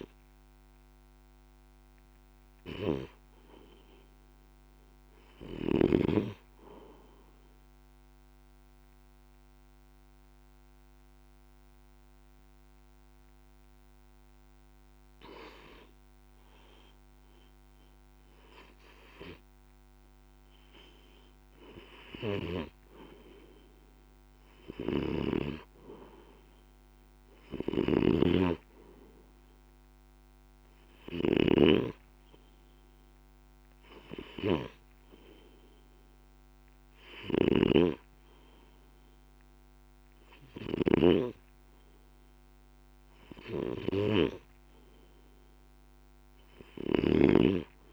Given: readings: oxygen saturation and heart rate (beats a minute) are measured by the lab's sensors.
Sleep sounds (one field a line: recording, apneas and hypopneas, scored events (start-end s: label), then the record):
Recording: breathing in sleep by a microphone on the trachea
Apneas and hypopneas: 1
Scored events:
0.00-8.00 s: oxygen desaturation (device-marked, oxygen 91% lowest, heart rate 52 extreme)
9.00-21.00 s: hypopnea (oxygen 95% before, 93% lowest, heart rate 53 before, 53 extreme, up 0 after)
16.00-47.93 s: new sleep stage, REM sleep
23.50-28.50 s: arousal
24.50-47.00 s: snoring (device-marked)
From the record:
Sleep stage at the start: N2 (light sleep)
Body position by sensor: on the left side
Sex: male